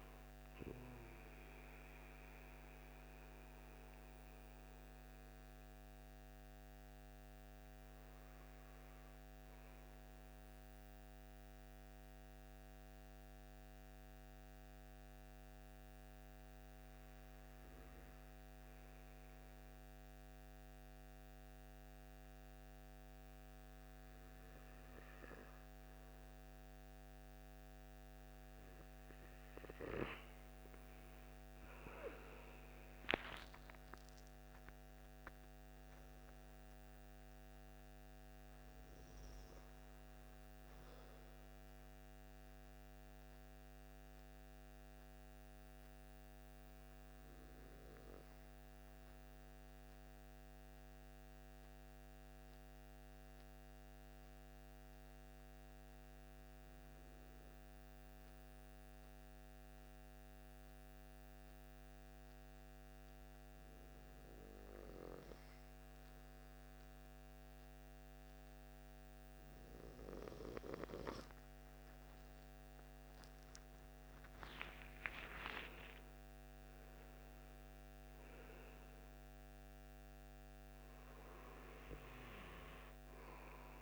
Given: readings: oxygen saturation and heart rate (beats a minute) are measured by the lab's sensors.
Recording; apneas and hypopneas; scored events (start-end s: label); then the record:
breathing in sleep by a microphone on the trachea; 2
0.00-12.00 s: oxygen desaturation (device-marked, oxygen 92% lowest)
2.50-28.00 s: mixed apnea (oxygen 97% before, 92% lowest)
29.00-56.00 s: oxygen desaturation (device-marked, oxygen 97% before, 92% lowest)
30.50-33.00 s: arousal
43.50-69.50 s: hypopnea (oxygen 97% before, 92% lowest)
70.00-83.82 s: oxygen desaturation (device-marked, oxygen 97% before, 93% lowest)
73.00-78.00 s: arousal
From the record:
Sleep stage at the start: N2 (light sleep); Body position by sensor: on the right side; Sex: male